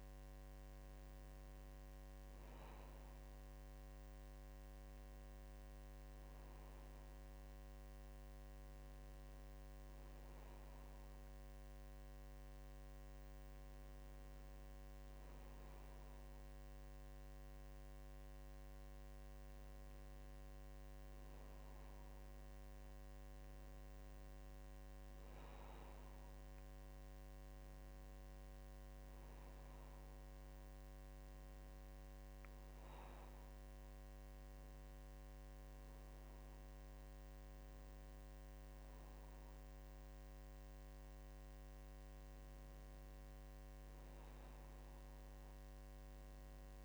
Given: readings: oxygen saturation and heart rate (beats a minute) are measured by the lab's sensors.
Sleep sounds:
breathing in sleep, hard to hear, by a microphone on the trachea; none
none scored
From the record:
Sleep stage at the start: N1 (lightest sleep); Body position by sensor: on the back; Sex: female

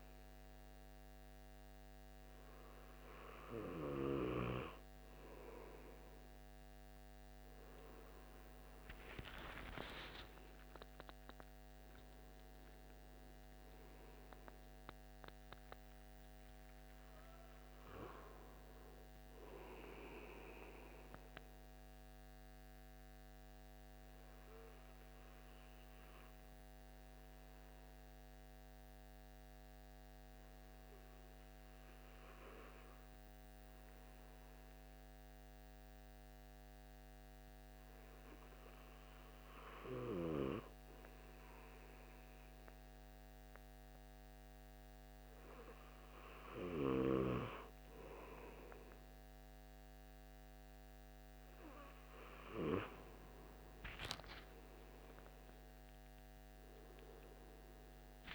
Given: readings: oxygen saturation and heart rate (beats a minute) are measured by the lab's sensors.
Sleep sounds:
breathing in sleep by a microphone on the trachea; 1
23.00-46.00 s: obstructive apnea (oxygen 95% before, 94% lowest)
49.00-58.34 s: new sleep stage, awake
From the record:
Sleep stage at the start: N2 (light sleep); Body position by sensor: on the back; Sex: male

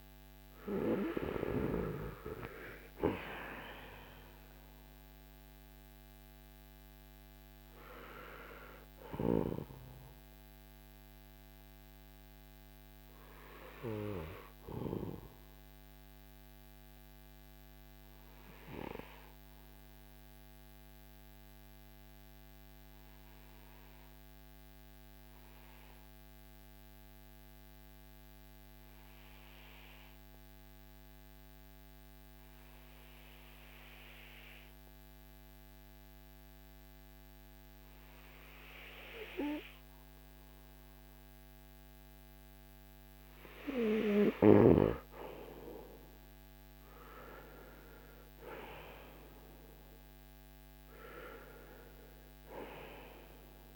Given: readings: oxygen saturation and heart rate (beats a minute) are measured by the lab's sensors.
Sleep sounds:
breathing in sleep by a microphone on the trachea; 1
15.50-44.50 s: obstructive apnea (oxygen 95% before, 92% lowest, heart rate 57 before, 44 extreme, up 15 after)
46.50-50.00 s: arousal
From the record:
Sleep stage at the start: N2 (light sleep); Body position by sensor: on the back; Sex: male

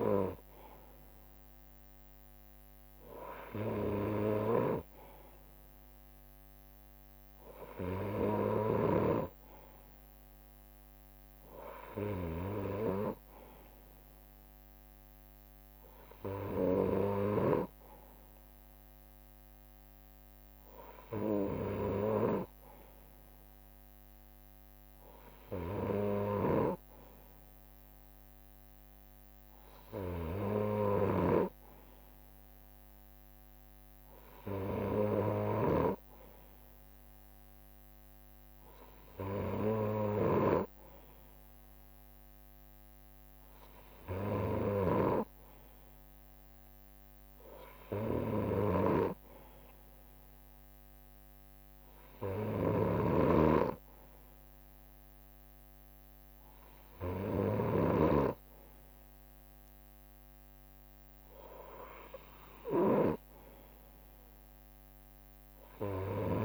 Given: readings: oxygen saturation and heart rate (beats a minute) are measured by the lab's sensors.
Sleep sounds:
breathing in sleep by a microphone on the trachea; none
0.00-2.50 s: leg movement (device-marked)
5.00-12.00 s: leg movement (device-marked)
14.50-33.50 s: drop in pulse transit time (device-marked, heart rate 65 before, 64 extreme)
17.50-19.00 s: leg movement (device-marked)
20.50-26.50 s: leg movement (device-marked)
26.50-32.00 s: leg movement (device-marked)
30.50-35.50 s: snoring (device-marked)
32.50-36.50 s: leg movement (device-marked)
48.00-57.50 s: snoring (device-marked)
51.50-63.50 s: drop in pulse transit time (device-marked, heart rate 65 before, 64 extreme)
64.50-66.45 s: leg movement (device-marked)
From the record:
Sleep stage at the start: N2 (light sleep); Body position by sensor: on the right side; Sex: male

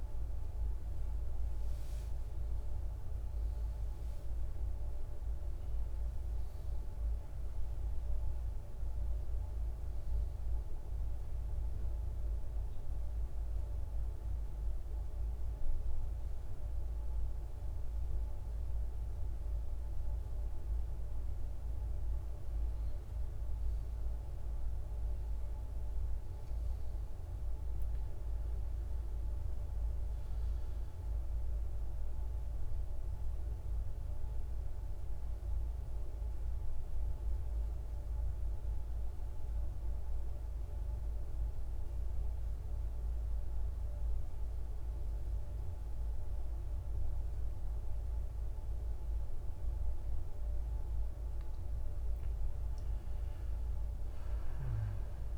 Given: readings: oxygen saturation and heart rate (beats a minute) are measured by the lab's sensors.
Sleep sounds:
a person partly awake in a sleep study, hard to hear, by a room microphone; 1
8.00-55.38 s: new sleep stage, N2 (light sleep)
31.00-49.00 s: oxygen desaturation (device-marked, oxygen 97% before, 93% lowest, heart rate 57 before, 56 extreme)
33.00-50.50 s: central apnea (oxygen 99% before, 89% lowest, heart rate 57 before, 56 extreme, up 11 after)
52.00-55.38 s: arousal
From the record:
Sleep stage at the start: awake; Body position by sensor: on the back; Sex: male

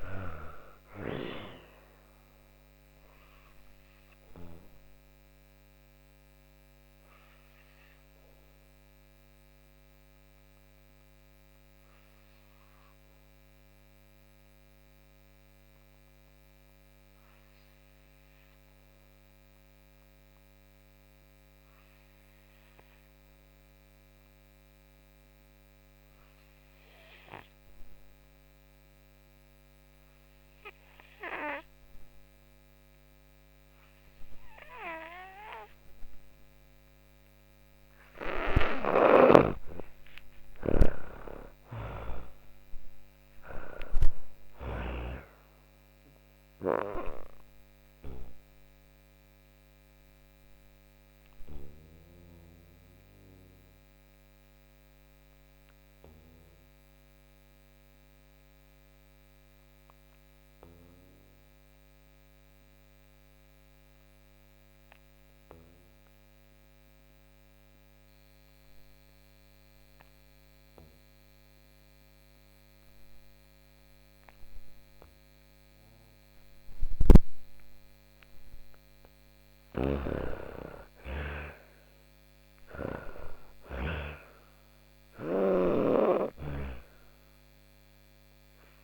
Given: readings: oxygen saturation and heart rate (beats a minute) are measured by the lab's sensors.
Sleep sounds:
breathing in sleep by a microphone on the trachea; 2
0.00-15.50 s: oxygen desaturation (device-marked, oxygen 80% lowest)
2.50-35.00 s: obstructive apnea (oxygen 98% before, 80% lowest)
32.50-64.50 s: oxygen desaturation (device-marked, oxygen 98% before, 83% lowest)
36.50-41.50 s: arousal
40.00-43.50 s: snoring (device-marked)
49.00-76.00 s: obstructive apnea (oxygen 98% before, 82% lowest)
74.50-88.83 s: oxygen desaturation (device-marked, oxygen 98% before, 82% lowest)
78.00-81.50 s: snoring (device-marked)
78.50-82.50 s: arousal
From the record:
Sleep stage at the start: N2 (light sleep); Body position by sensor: on the back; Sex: female

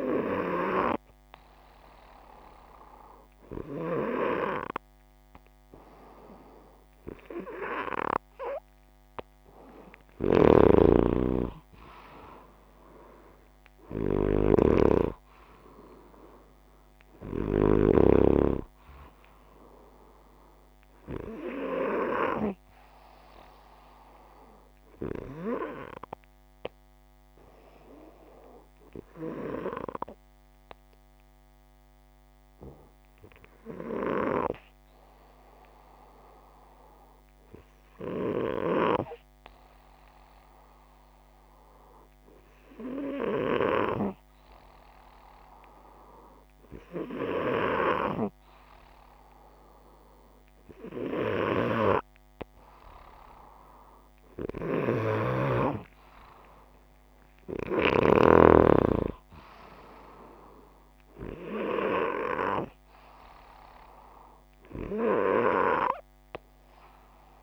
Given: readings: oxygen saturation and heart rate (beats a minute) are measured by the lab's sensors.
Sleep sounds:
breathing in sleep by a microphone on the trachea; 1
9.50-17.00 s: snoring (device-marked)
26.00-42.00 s: hypopnea (oxygen 97% before, 93% lowest, heart rate 62 before, 59 extreme, up 1 after)
44.50-47.50 s: arousal
54.00-57.50 s: snoring (device-marked)
54.50-67.43 s: oxygen desaturation (device-marked, oxygen 97% before, 93% lowest, heart rate 60 before, 59 extreme)
From the record:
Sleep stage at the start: N2 (light sleep); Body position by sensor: upright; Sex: male

